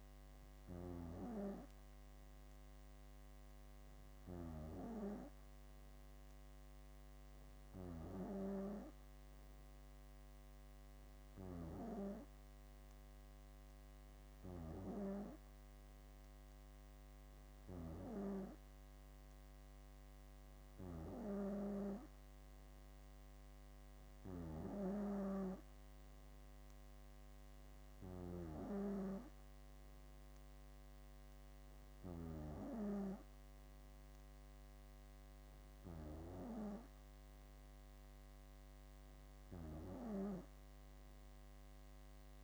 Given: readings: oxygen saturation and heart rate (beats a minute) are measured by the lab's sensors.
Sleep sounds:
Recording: breathing in sleep by a microphone on the trachea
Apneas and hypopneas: none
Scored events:
none scored
From the record:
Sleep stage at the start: N2 (light sleep)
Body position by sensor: on the back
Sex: female

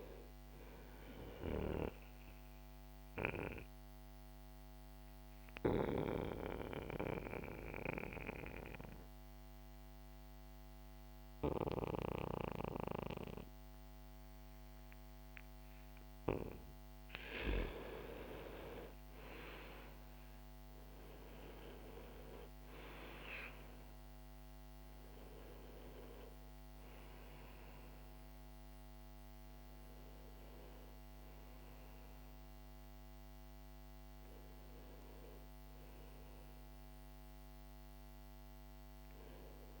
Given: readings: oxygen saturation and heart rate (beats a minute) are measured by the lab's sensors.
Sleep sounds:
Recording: breathing in sleep by a microphone on the trachea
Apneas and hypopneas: 1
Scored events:
2.00-15.50 s: obstructive apnea (oxygen 96% before, 89% lowest, heart rate 66 before, 62 extreme, up 2 after)
15.50-38.50 s: oxygen desaturation (device-marked, oxygen 95% before, 90% lowest, heart rate 64 before, 61 extreme)
18.00-23.50 s: arousal
From the record:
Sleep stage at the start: N2 (light sleep)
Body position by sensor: on the back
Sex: male

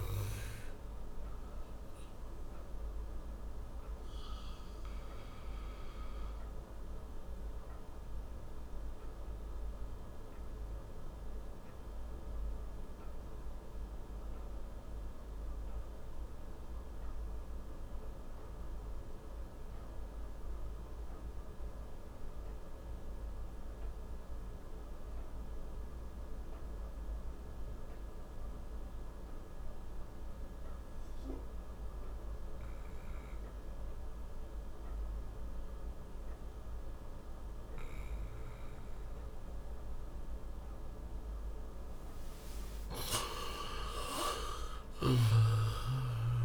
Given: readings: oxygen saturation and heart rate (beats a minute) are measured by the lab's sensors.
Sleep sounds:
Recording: breathing in sleep by a room microphone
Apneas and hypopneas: 1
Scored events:
0.00-26.00 s: oxygen desaturation (device-marked, oxygen 86% lowest, heart rate 27 extreme)
2.00-39.00 s: obstructive apnea (oxygen 98% before, 86% lowest, heart rate 61 before, 44 extreme, up 2 after)
42.50-46.00 s: arousal
44.50-46.45 s: snoring (device-marked)
45.00-46.45 s: oxygen desaturation (device-marked, oxygen 97% before, 87% lowest, heart rate 60 before, 35 extreme)
From the record:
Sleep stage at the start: N2 (light sleep)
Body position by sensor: on the back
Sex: male

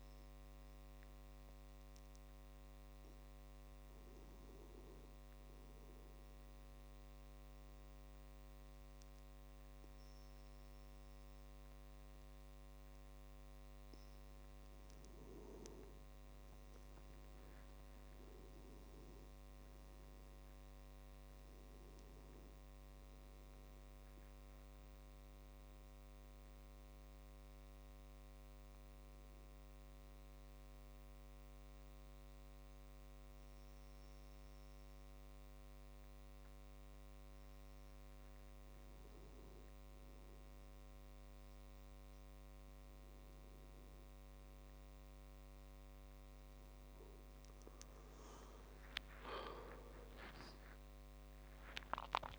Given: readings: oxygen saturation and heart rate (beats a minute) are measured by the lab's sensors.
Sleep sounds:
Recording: breathing in sleep, hard to hear, by a microphone on the trachea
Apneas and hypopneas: 2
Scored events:
6.50-16.50 s: obstructive apnea (oxygen 96% before, 93% lowest, heart rate 69 before, 45 extreme, up 19 after)
19.00-23.00 s: arousal
29.00-39.50 s: obstructive apnea (oxygen 95% before, 93% lowest)
32.00-52.39 s: new sleep stage, N1 (lightest sleep)
48.50-52.39 s: arousal
From the record:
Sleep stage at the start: N2 (light sleep)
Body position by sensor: on the back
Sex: male

